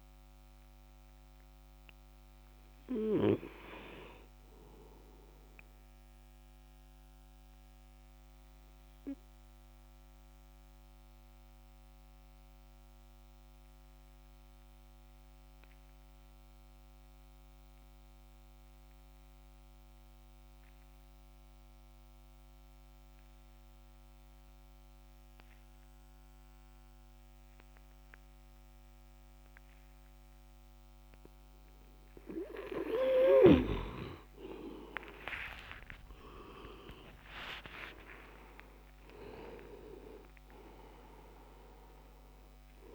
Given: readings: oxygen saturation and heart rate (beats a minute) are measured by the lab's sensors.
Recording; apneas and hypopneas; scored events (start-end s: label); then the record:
breathing in sleep by a microphone on the trachea; 1
6.00-31.00 s: obstructive apnea (oxygen 96% before, 91% lowest, heart rate 132 before, 59 extreme, up 19 after)
29.50-42.95 s: oxygen desaturation (device-marked, oxygen 99% before, 91% lowest)
34.00-38.00 s: arousal
From the record:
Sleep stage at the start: N2 (light sleep); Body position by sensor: on the back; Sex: male